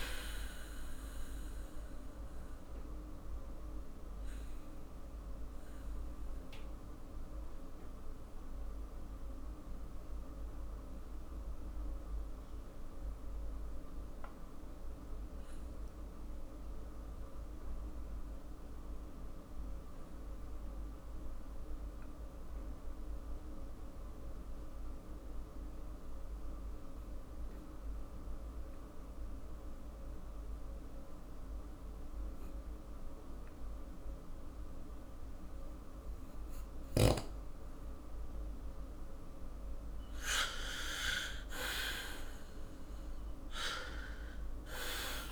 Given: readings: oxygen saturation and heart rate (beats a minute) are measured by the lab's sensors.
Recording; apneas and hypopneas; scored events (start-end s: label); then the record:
breathing in sleep by a room microphone; 1
2.00-37.00 s: mixed apnea (oxygen 98% before, 93% lowest, heart rate 53 before, 44 extreme, up 8 after)
25.00-39.00 s: oxygen desaturation (device-marked, oxygen 98% before, 93% lowest, heart rate 47 before, 45 extreme)
41.50-45.32 s: arousal
From the record:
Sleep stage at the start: N2 (light sleep); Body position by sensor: on the back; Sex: male